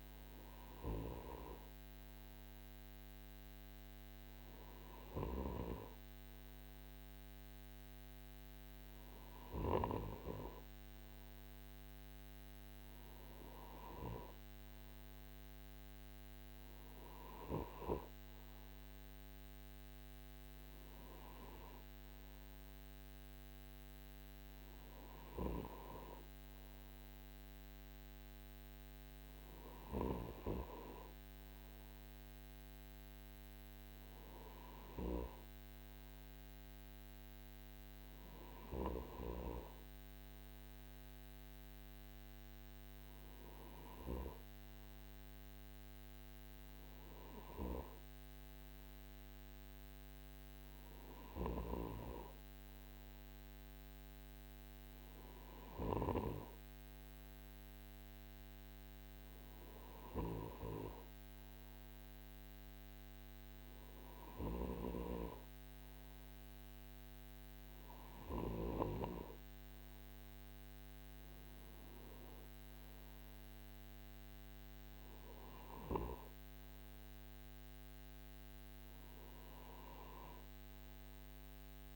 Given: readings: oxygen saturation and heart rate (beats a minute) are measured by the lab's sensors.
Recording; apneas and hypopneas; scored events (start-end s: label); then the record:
breathing in sleep by a microphone on the trachea; none
none scored
From the record:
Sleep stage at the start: N2 (light sleep); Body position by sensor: on the right side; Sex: male